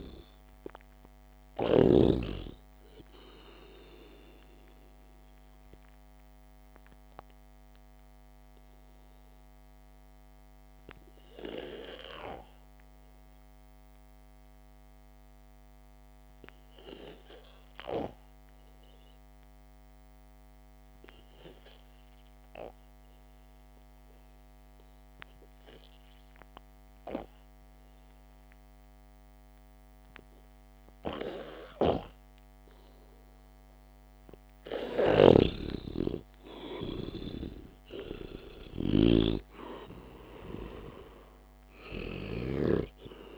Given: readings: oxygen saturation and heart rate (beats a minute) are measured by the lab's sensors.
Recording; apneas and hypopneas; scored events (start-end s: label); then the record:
breathing in sleep by a microphone on the trachea; 1
0.00-2.50 s: snoring (device-marked)
4.00-25.00 s: oxygen desaturation (device-marked, oxygen 96% before, 91% lowest, heart rate 57 before, 50 extreme)
8.50-33.50 s: obstructive apnea (oxygen 96% before, 91% lowest, heart rate 56 before, 50 extreme, up 4 after)
35.50-43.00 s: snoring (device-marked)
36.00-40.50 s: arousal
From the record:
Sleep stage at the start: N2 (light sleep); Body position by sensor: on the back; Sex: male